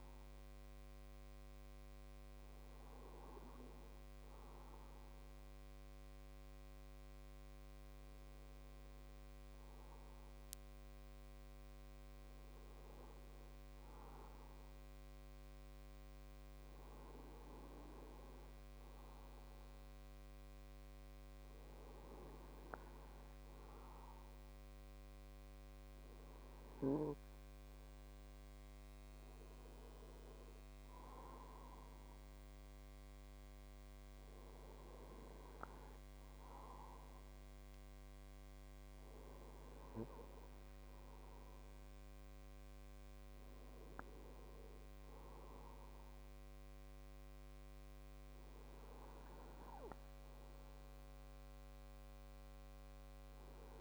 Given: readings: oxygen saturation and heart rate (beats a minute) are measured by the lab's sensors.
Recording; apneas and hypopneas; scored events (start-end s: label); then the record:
breathing in sleep, hard to hear, by a microphone on the trachea; none
none scored
From the record:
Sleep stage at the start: N3 (deep sleep); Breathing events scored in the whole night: 258 in 4.9 hours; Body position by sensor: on the right side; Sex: male